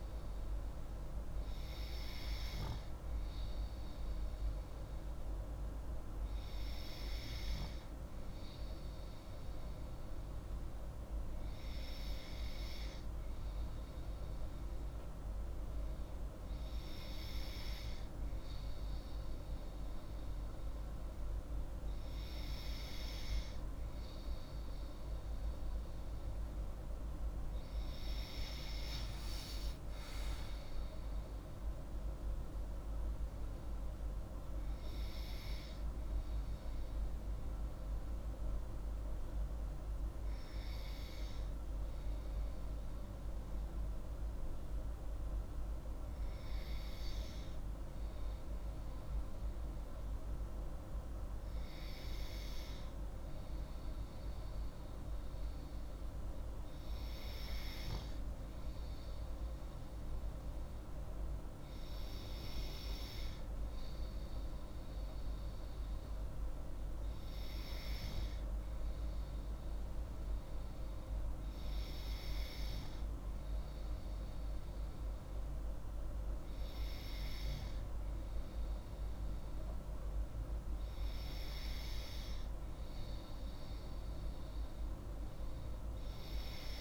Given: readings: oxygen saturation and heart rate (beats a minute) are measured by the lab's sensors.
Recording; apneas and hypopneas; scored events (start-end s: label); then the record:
breathing in sleep, hard to hear, by a room microphone; 1
28.50-32.00 s: arousal
37.00-52.00 s: hypopnea (oxygen 95% before, 93% lowest)
54.00-57.50 s: arousal
From the record:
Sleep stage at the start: N3 (deep sleep); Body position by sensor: on the left side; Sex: female